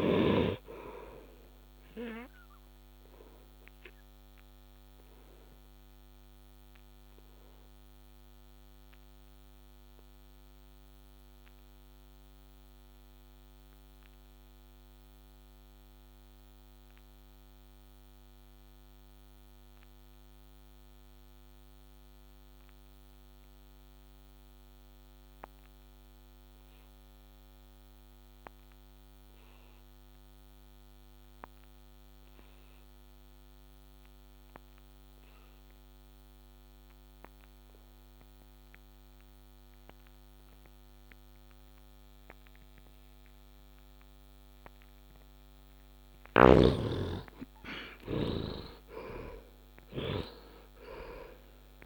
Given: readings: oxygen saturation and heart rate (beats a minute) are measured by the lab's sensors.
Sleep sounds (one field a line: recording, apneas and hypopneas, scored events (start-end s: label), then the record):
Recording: breathing in sleep by a microphone on the trachea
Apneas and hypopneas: 1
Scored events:
0.00-21.50 s: oxygen desaturation (device-marked, oxygen 71% lowest, heart rate 57 extreme)
3.50-44.50 s: obstructive apnea (oxygen 98% before, 65% lowest, heart rate 67 before, 60 extreme, up 7 after)
26.50-51.86 s: oxygen desaturation (device-marked, oxygen 97% before, 65% lowest, heart rate 68 before, 60 extreme)
46.00-51.86 s: snoring (device-marked)
46.50-49.50 s: arousal
From the record:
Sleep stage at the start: N2 (light sleep)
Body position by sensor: on the back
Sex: male